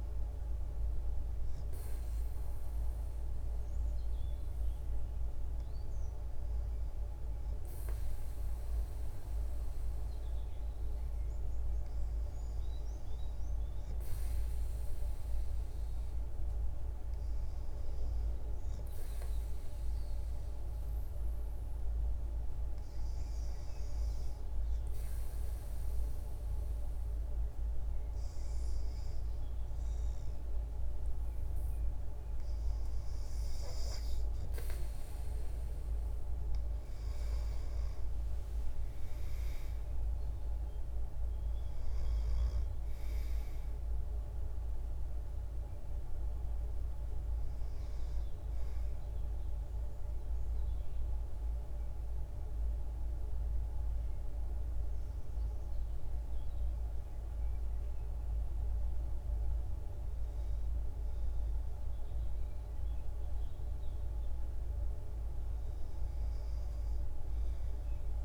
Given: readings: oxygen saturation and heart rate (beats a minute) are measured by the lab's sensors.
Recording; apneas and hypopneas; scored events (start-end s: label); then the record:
breathing in sleep, hard to hear, by a room microphone; 1
17.50-32.50 s: obstructive apnea (oxygen 96% before, 90% lowest, heart rate 56 before, 55 extreme, up 7 after)
28.00-46.00 s: oxygen desaturation (device-marked, oxygen 95% before, 91% lowest, heart rate 57 before, 55 extreme)
36.00-40.00 s: arousal
48.00-60.00 s: oxygen desaturation (device-marked, oxygen 93% before, 90% lowest, heart rate 60 before, 55 extreme)
62.50-67.00 s: arousal
From the record:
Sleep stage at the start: N2 (light sleep); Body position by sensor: on the back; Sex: female